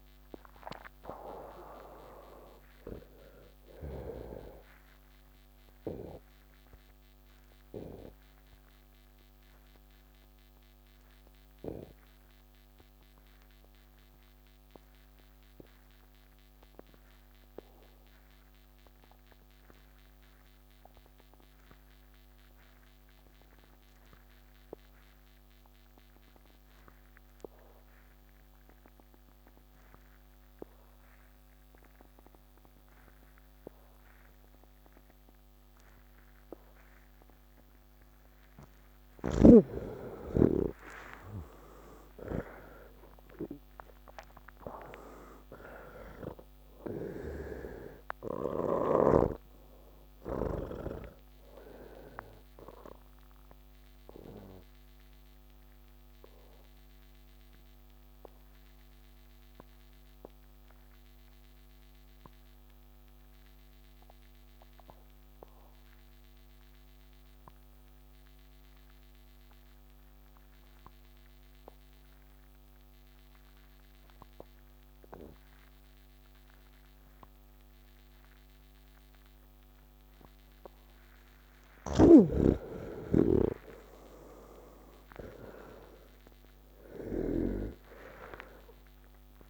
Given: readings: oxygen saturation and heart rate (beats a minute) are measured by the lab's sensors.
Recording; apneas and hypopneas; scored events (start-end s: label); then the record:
breathing in sleep by a microphone on the trachea; 2
0.00-15.50 s: oxygen desaturation (device-marked, oxygen 79% lowest)
4.50-37.00 s: obstructive apnea (oxygen 96% before, 77% lowest)
27.50-66.50 s: oxygen desaturation (device-marked, oxygen 98% before, 77% lowest, heart rate 87 before, 34 extreme)
53.00-80.00 s: obstructive apnea (oxygen 97% before, 77% lowest, heart rate 98 before, 39 extreme)
68.50-89.50 s: oxygen desaturation (device-marked, oxygen 98% before, 78% lowest)
82.00-88.00 s: snoring (device-marked)
From the record:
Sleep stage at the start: N3 (deep sleep); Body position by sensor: on the back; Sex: male